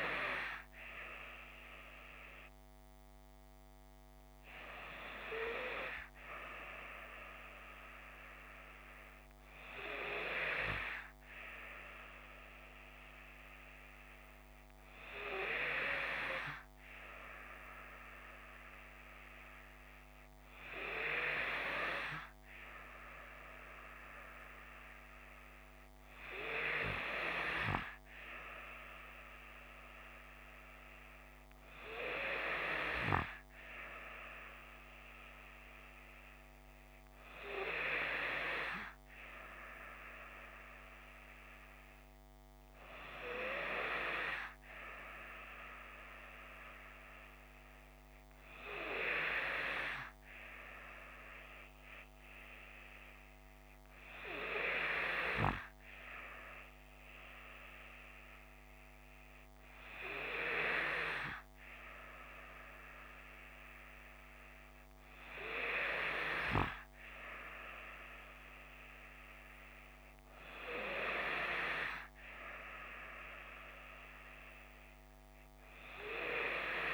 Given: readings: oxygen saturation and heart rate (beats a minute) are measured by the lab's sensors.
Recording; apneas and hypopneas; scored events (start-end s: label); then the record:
breathing in sleep by a microphone on the trachea; none
none scored
From the record:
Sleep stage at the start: N3 (deep sleep); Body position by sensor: on the left side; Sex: female